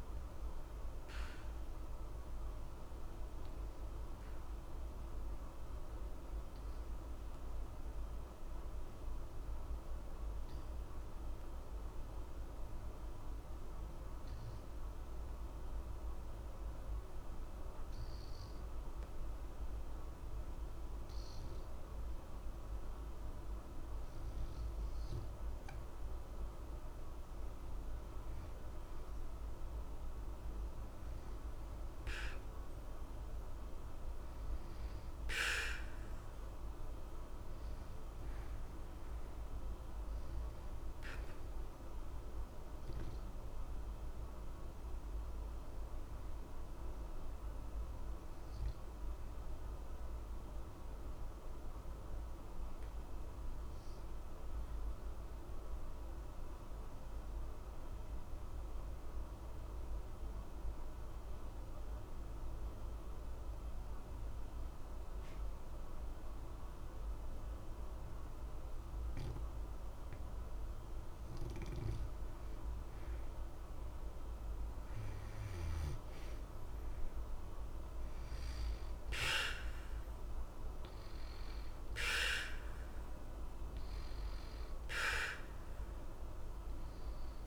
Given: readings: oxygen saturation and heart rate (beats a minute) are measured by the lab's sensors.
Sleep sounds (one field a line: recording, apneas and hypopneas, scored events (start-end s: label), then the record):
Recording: breathing in sleep, hard to hear, by a room microphone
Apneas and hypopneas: 2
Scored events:
0.00-12.50 s: oxygen desaturation (device-marked, oxygen 83% lowest, heart rate 60 extreme)
3.50-24.50 s: obstructive apnea (oxygen 92% before, 83% lowest, heart rate 66 before, 60 extreme, up 2 after)
28.00-32.00 s: arousal
34.50-64.50 s: oxygen desaturation (device-marked, oxygen 95% before, 88% lowest, heart rate 61 before, 60 extreme)
42.00-68.50 s: obstructive apnea (oxygen 95% before, 82% lowest, heart rate 61 before, 60 extreme, up 0 after)
71.00-75.50 s: arousal
76.50-87.47 s: oxygen desaturation (device-marked, oxygen 93% before, 82% lowest, heart rate 61 before, 60 extreme)
From the record:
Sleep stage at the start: N2 (light sleep)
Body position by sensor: on the back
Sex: male